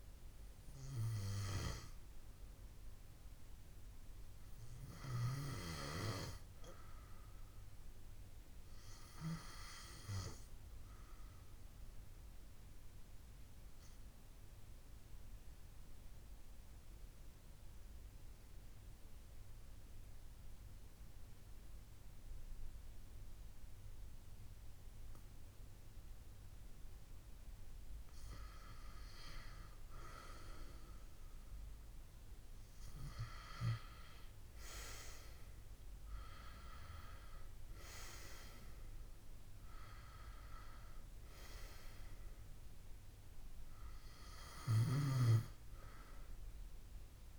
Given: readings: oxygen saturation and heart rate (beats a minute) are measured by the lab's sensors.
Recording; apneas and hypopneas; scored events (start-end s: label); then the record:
breathing in sleep by a room microphone; 1
10.50-27.00 s: obstructive apnea (oxygen 97% before, 87% lowest, heart rate 78 before, 72 extreme, up 1 after)
17.50-31.50 s: oxygen desaturation (device-marked, oxygen 94% before, 91% lowest, heart rate 78 before, 72 extreme)
30.00-34.00 s: arousal
44.00-47.39 s: snoring (device-marked)
From the record:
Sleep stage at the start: REM sleep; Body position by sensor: on the left side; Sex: male